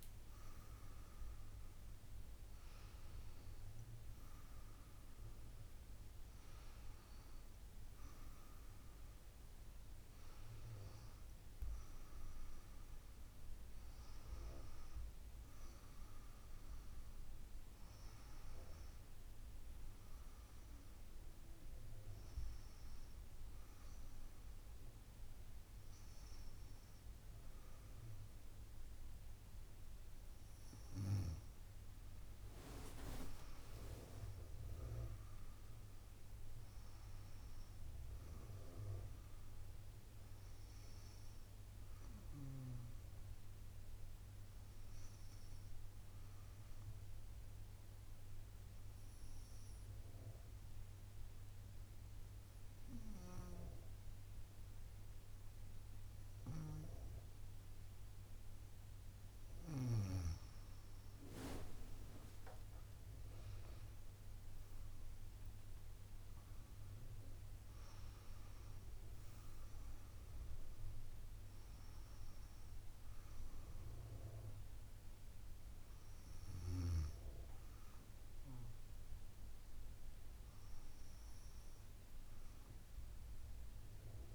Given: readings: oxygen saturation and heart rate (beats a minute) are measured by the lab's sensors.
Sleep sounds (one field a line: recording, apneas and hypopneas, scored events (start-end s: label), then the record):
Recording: a person partly awake in a sleep study, by a room microphone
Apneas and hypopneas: 1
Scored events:
0.00-25.50 s: drop in pulse transit time (device-marked, heart rate 77 extreme)
1.50-84.35 s: new sleep stage, N1 (lightest sleep)
31.50-34.50 s: leg movement (device-marked)
32.50-37.00 s: arousal
49.00-60.50 s: obstructive apnea (oxygen 97% before, 95% lowest, heart rate 71 before, 63 extreme, up 16 after)
57.50-67.50 s: drop in pulse transit time (device-marked, heart rate 68 before, 64 extreme)
60.50-63.50 s: leg movement (device-marked)
62.50-67.50 s: arousal
From the record:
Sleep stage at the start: awake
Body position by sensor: on the back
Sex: female